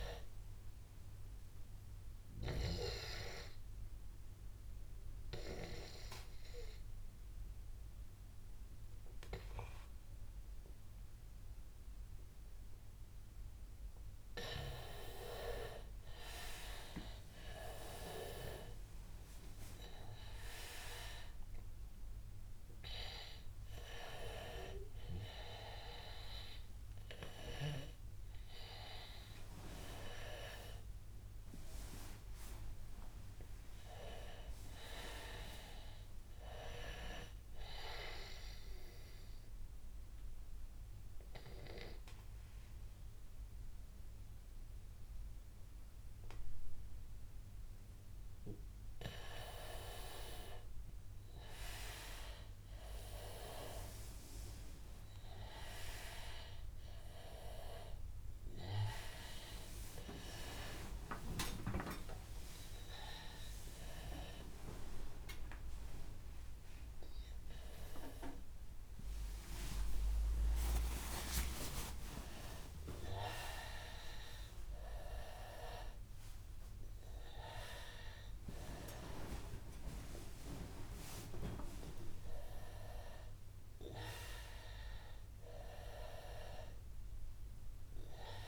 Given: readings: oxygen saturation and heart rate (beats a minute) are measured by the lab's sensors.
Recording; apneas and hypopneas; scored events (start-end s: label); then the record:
a person awake in a sleep study, by a room microphone; 2
0.00-9.50 s: oxygen desaturation (device-marked, oxygen 93% lowest, heart rate 89 extreme)
1.00-14.50 s: obstructive apnea (oxygen 98% before, 91% lowest, heart rate 89 before, 89 extreme, up 4 after)
18.50-22.50 s: arousal
23.50-36.50 s: oxygen desaturation (device-marked, oxygen 97% before, 91% lowest, heart rate 91 before, 83 extreme)
38.00-49.50 s: obstructive apnea (oxygen 98% before, 91% lowest, heart rate 93 before, 83 extreme, up 9 after)
39.50-88.48 s: new sleep stage, awake
56.50-73.50 s: oxygen desaturation (device-marked, oxygen 97% before, 91% lowest, heart rate 89 before, 93 extreme)
73.50-75.50 s: long interval between heartbeats (device-marked, heart rate 95 before, 111 extreme)
From the record:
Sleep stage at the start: N2 (light sleep); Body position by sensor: on the back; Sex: male